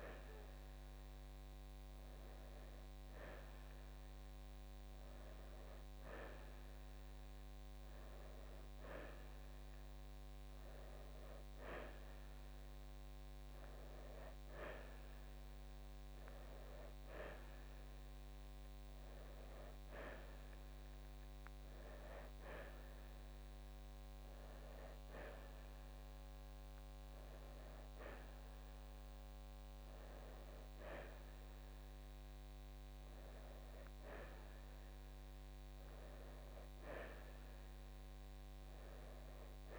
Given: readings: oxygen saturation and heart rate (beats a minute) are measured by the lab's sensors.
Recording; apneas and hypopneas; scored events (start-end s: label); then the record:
breathing in sleep by a microphone on the trachea; none
none scored
From the record:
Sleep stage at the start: N1 (lightest sleep); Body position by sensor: on the right side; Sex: male